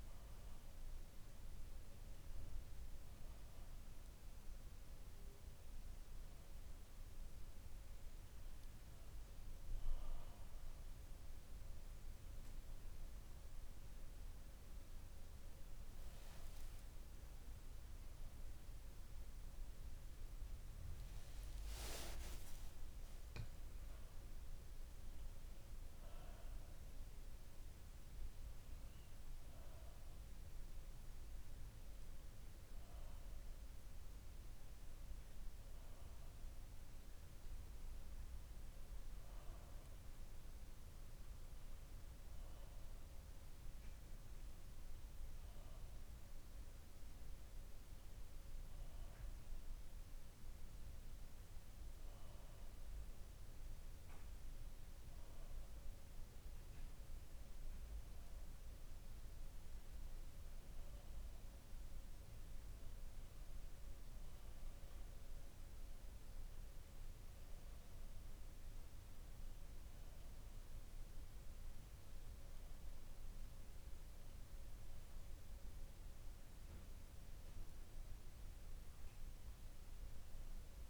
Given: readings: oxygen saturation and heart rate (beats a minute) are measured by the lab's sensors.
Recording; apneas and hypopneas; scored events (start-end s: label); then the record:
breathing in sleep, hard to hear, by a room microphone; none
17.00-22.00 s: arousal
25.50-80.90 s: new sleep stage, N2 (light sleep)
From the record:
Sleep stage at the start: N1 (lightest sleep); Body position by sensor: on the back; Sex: male